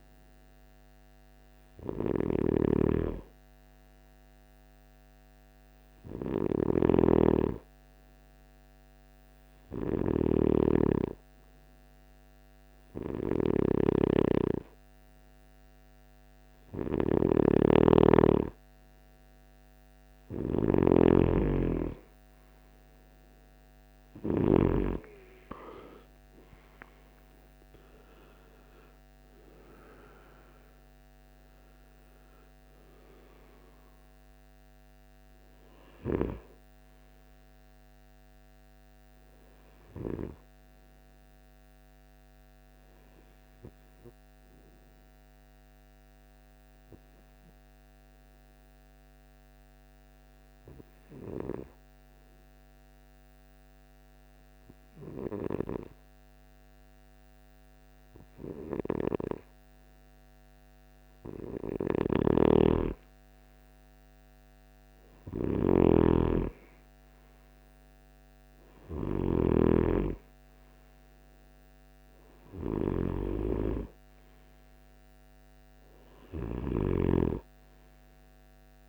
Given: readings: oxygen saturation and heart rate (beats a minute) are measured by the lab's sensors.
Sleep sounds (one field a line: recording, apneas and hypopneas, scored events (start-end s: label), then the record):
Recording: breathing in sleep by a microphone on the trachea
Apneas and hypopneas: 1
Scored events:
1.50-9.50 s: snoring (device-marked)
16.00-24.00 s: snoring (device-marked)
45.00-60.00 s: hypopnea (oxygen 96% before, 93% lowest, heart rate 67 before, 56 extreme, up 10 after)
61.50-69.00 s: snoring (device-marked)
63.00-67.50 s: arousal
63.00-78.88 s: oxygen desaturation (device-marked, oxygen 97% before, 93% lowest, heart rate 59 before, 59 extreme)
From the record:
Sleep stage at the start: N2 (light sleep)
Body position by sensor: on the right side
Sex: male